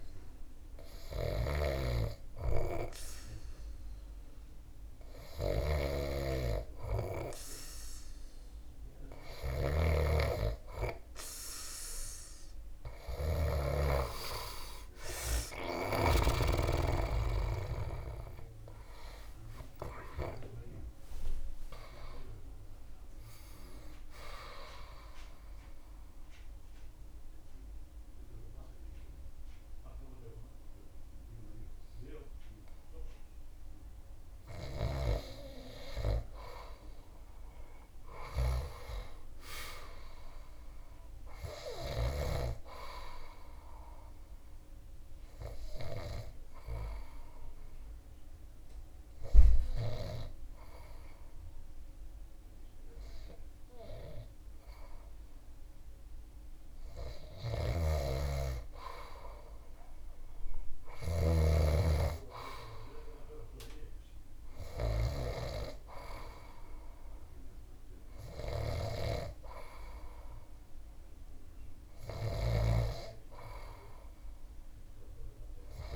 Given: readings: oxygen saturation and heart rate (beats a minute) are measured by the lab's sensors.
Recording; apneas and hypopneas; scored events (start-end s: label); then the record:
breathing in sleep by a room microphone; 2
0.00-13.00 s: snoring (device-marked)
18.50-23.00 s: arousal
24.50-35.00 s: obstructive apnea (oxygen 98% before, 95% lowest)
27.50-29.50 s: tachycardia (device-marked)
37.50-41.00 s: arousal
45.00-57.50 s: obstructive apnea (oxygen 98% before, 95% lowest)
54.50-67.50 s: oxygen desaturation (device-marked, oxygen 100% before, 95% lowest)
57.00-65.00 s: snoring (device-marked)
59.00-62.00 s: arousal
72.00-75.96 s: snoring (device-marked)
From the record:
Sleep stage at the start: N2 (light sleep); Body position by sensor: on the back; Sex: male